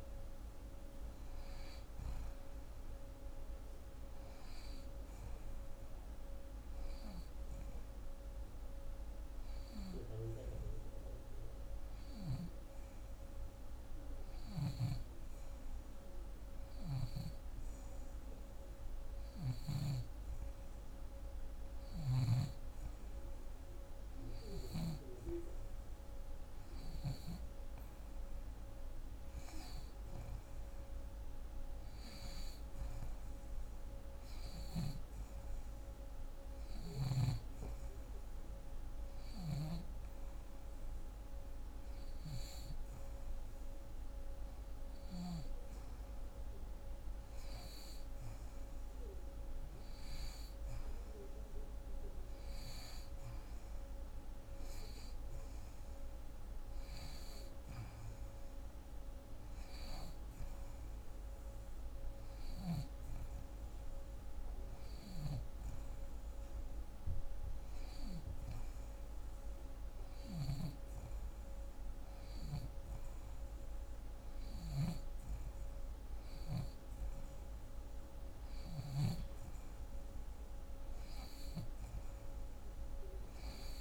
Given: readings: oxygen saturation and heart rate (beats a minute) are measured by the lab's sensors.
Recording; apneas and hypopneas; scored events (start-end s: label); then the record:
breathing in sleep by a room microphone; 1
0.00-12.00 s: oxygen desaturation (device-marked, oxygen 84% lowest)
11.00-24.50 s: hypopnea (oxygen 88% before, 87% lowest)
14.00-19.50 s: snoring (device-marked)
25.50-29.50 s: arousal
27.00-51.00 s: oxygen desaturation (device-marked, oxygen 91% before, 87% lowest)
64.50-78.50 s: snoring (device-marked)
From the record:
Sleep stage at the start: N2 (light sleep); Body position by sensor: on the back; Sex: female